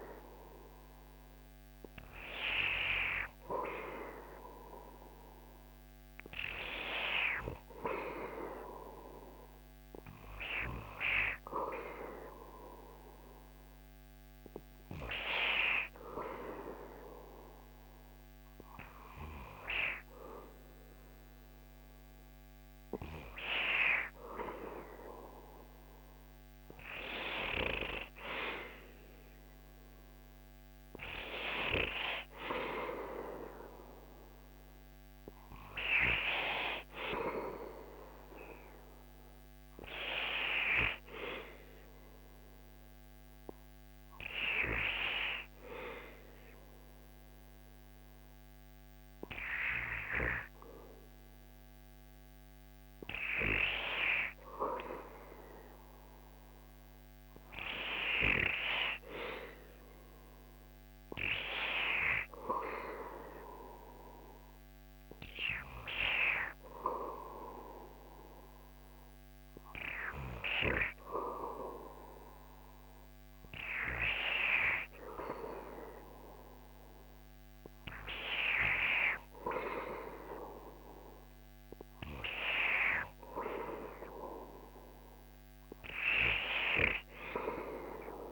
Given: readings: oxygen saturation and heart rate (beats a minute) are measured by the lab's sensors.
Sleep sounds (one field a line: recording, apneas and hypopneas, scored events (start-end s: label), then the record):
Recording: breathing in sleep by a microphone on the trachea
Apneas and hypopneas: 1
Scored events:
32.50-38.50 s: arousal
42.50-54.50 s: hypopnea (oxygen 97% before, 96% lowest, heart rate 76 before, 73 extreme, up 4 after)
56.00-60.50 s: arousal
From the record:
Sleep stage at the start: N2 (light sleep)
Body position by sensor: on the back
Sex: male